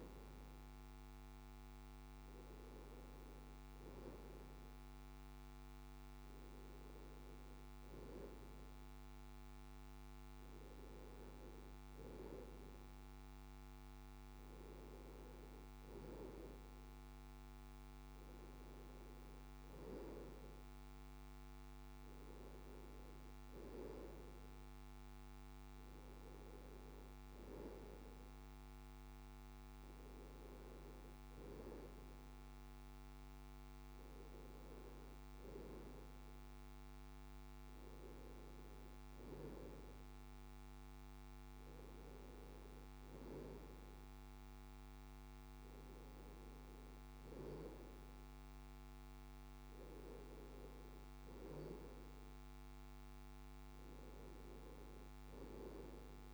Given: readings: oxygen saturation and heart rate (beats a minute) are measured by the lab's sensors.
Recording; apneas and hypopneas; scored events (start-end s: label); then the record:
breathing in sleep by a microphone on the trachea; none
22.00-56.34 s: new sleep stage, N2 (light sleep)
From the record:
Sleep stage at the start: N1 (lightest sleep); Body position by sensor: on the left side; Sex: male